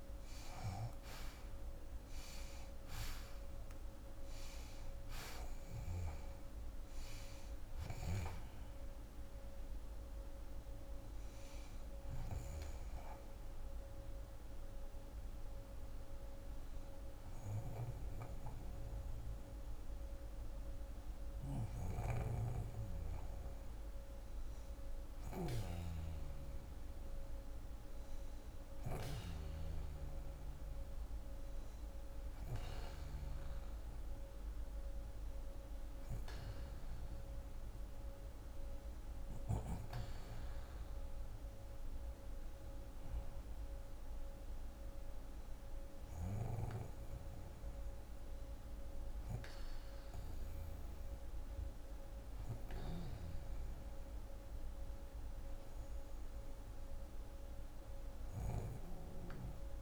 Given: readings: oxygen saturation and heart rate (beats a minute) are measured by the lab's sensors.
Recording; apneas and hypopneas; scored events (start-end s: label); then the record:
breathing in sleep by a room microphone; none
0.00-4.50 s: arousal
0.00-27.00 s: oxygen desaturation (device-marked, oxygen 62% lowest)
29.50-33.50 s: arousal
From the record:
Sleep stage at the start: REM sleep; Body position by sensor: on the left side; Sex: female